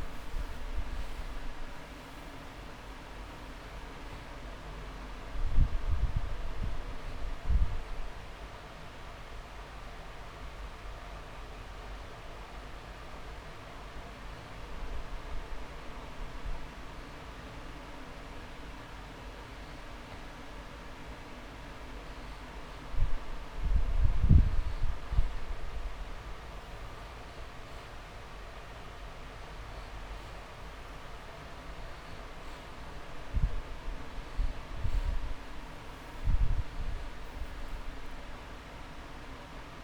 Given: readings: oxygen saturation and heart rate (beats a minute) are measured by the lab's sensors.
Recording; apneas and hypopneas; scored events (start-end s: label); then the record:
breathing in sleep, hard to hear, by a room microphone; 1
5.00-17.50 s: hypopnea (oxygen 97% before, 94% lowest)
19.00-23.00 s: arousal
From the record:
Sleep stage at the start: N2 (light sleep); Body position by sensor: on the back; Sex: male